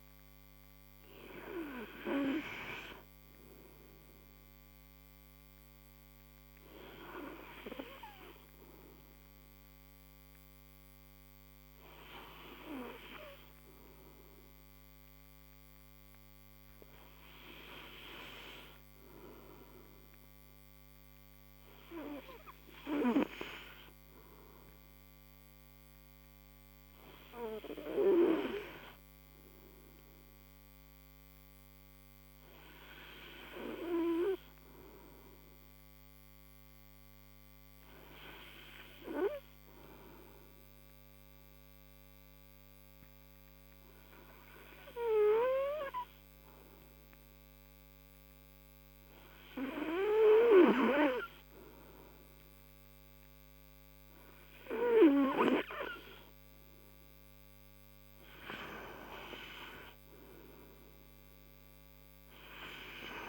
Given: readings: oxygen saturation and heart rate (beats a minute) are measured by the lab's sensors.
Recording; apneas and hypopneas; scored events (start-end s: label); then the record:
breathing in sleep by a microphone on the trachea; none
6.50-10.50 s: tachycardia (device-marked, heart rate 38 before, 118 extreme)
From the record:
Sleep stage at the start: N2 (light sleep); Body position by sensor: on the right side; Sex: male